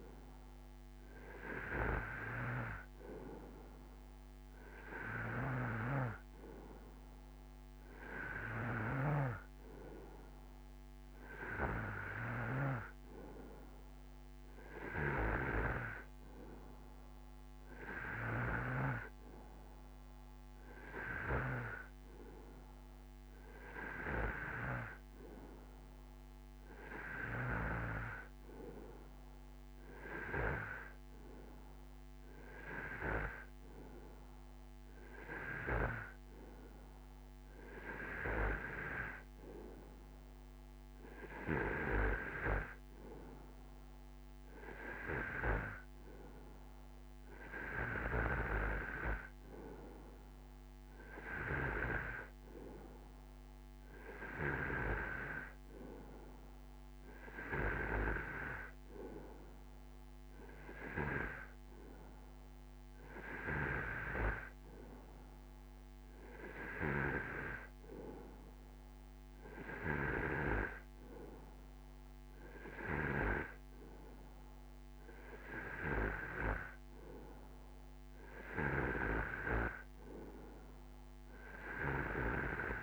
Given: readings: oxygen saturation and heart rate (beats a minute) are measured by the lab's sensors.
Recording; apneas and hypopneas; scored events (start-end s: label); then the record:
breathing in sleep by a microphone on the trachea; none
none scored
From the record:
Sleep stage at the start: N2 (light sleep); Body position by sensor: on the right side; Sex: male